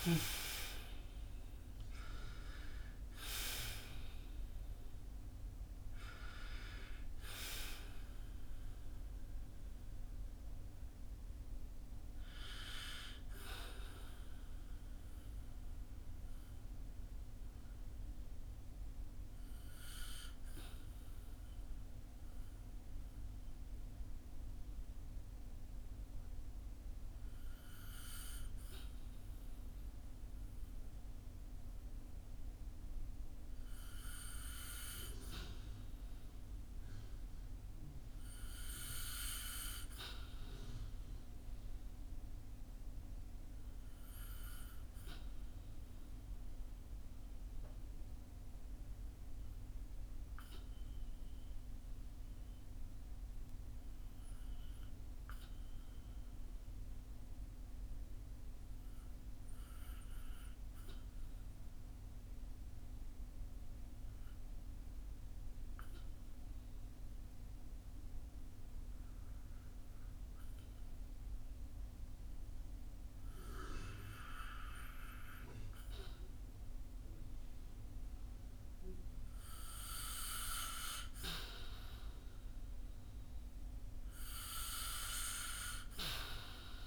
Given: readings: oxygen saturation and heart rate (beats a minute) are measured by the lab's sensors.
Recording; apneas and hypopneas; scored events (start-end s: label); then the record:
breathing in sleep by a room microphone; 1
0.00-32.00 s: oxygen desaturation (device-marked, oxygen 75% lowest, heart rate 47 extreme)
7.00-86.87 s: new sleep stage, REM sleep
15.00-78.50 s: obstructive apnea (oxygen 93% before, 75% lowest, heart rate 63 before, 47 extreme, up 7 after)
53.00-86.87 s: oxygen desaturation (device-marked, oxygen 97% before, 85% lowest, heart rate 55 before, 48 extreme)
81.50-86.87 s: arousal
From the record:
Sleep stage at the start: N2 (light sleep); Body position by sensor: on the back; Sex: male